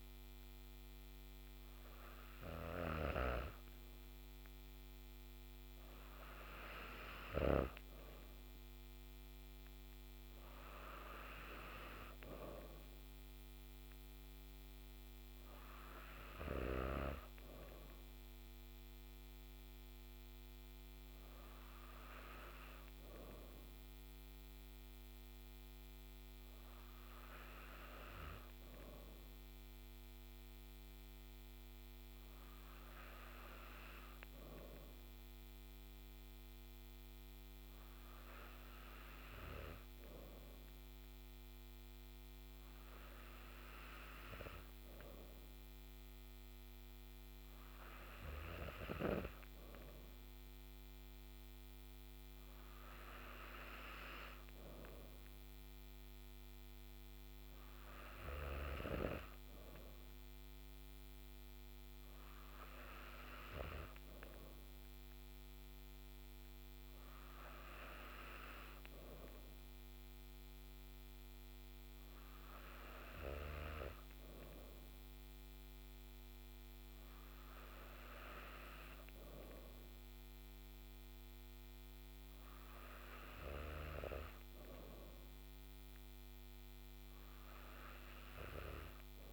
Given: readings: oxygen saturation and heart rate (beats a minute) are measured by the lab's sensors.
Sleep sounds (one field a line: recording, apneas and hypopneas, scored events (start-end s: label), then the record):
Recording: breathing in sleep by a microphone on the trachea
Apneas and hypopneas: none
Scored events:
none scored
From the record:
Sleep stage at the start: N2 (light sleep)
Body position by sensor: on the back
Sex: female